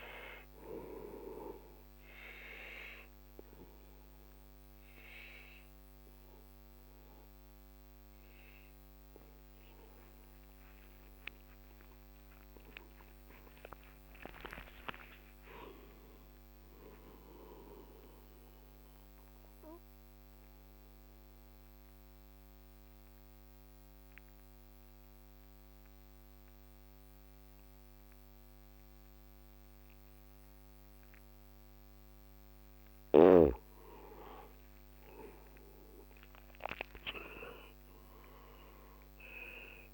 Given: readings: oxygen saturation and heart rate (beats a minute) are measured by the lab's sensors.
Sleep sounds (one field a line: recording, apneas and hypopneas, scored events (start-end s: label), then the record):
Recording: breathing in sleep by a microphone on the trachea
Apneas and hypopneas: 1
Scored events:
12.00-16.50 s: arousal
20.50-32.50 s: obstructive apnea (oxygen 95% before, 89% lowest, heart rate 55 before, 42 extreme, up 14 after)
33.00-37.00 s: arousal
36.50-39.94 s: oxygen desaturation (device-marked, oxygen 98% before, 89% lowest, heart rate 54 before, 42 extreme)
From the record:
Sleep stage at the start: N2 (light sleep)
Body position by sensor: on the back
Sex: male